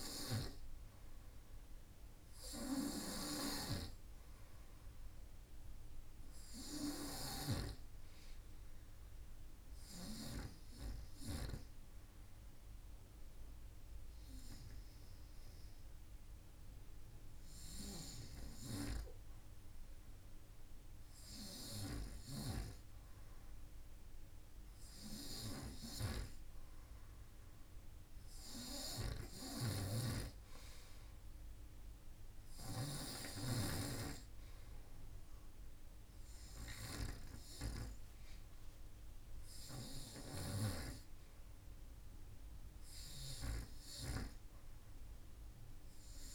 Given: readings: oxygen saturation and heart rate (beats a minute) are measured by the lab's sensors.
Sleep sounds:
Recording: breathing in sleep by a room microphone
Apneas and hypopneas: 1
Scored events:
0.00-3.00 s: arousal
2.50-6.50 s: snoring (device-marked)
9.00-20.00 s: hypopnea (oxygen 96% before, 92% lowest, heart rate 56 before, 51 extreme)
22.50-25.50 s: arousal
25.50-45.50 s: oxygen desaturation (device-marked, oxygen 95% before, 92% lowest, heart rate 54 before, 52 extreme)
28.50-32.00 s: snoring (device-marked)
From the record:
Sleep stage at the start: N2 (light sleep)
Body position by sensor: on the front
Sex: male

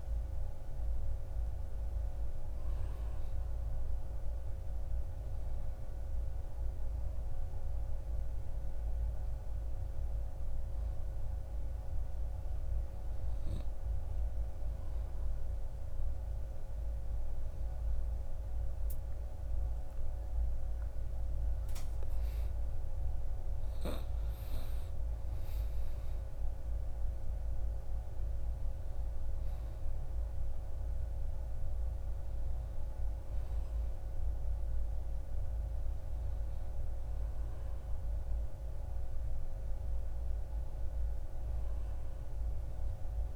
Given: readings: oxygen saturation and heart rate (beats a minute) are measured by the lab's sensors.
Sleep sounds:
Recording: breathing in sleep, hard to hear, by a room microphone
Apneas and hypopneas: none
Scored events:
22.00-43.36 s: new sleep stage, N2 (light sleep)
From the record:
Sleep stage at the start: N1 (lightest sleep)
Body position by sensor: on the back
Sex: male

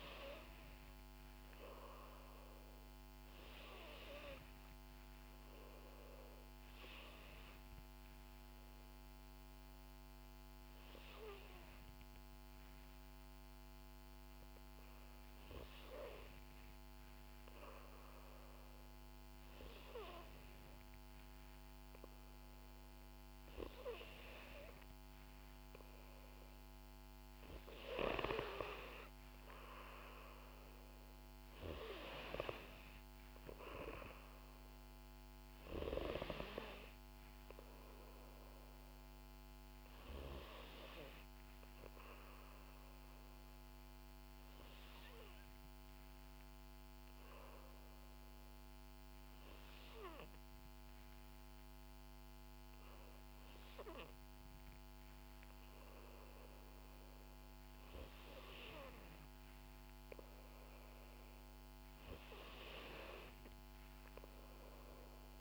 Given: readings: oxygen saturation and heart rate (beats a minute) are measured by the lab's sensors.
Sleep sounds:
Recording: breathing in sleep by a microphone on the trachea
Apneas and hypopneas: 2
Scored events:
4.50-18.50 s: hypopnea (oxygen 94% before, 90% lowest, heart rate 60 before, 59 extreme, up 3 after)
23.00-27.00 s: arousal
42.50-59.50 s: hypopnea (oxygen 93% before, 90% lowest, heart rate 61 before, 57 extreme, up 4 after)
63.00-65.41 s: arousal
From the record:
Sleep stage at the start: N2 (light sleep)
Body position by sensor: on the back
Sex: female

